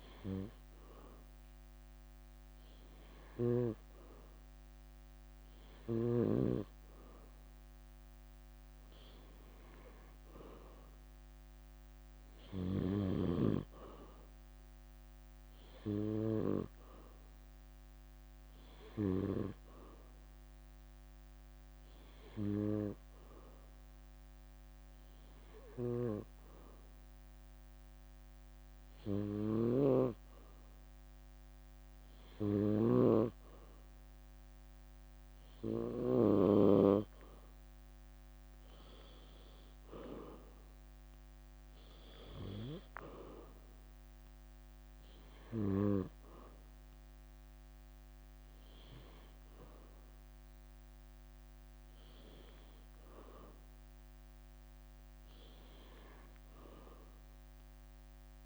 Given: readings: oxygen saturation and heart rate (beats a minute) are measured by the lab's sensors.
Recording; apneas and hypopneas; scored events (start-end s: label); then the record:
breathing in sleep by a microphone on the trachea; none
41.00-43.50 s: leg movement (device-marked)
48.50-54.00 s: leg movement (device-marked)
From the record:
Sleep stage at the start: N2 (light sleep); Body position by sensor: on the back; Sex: female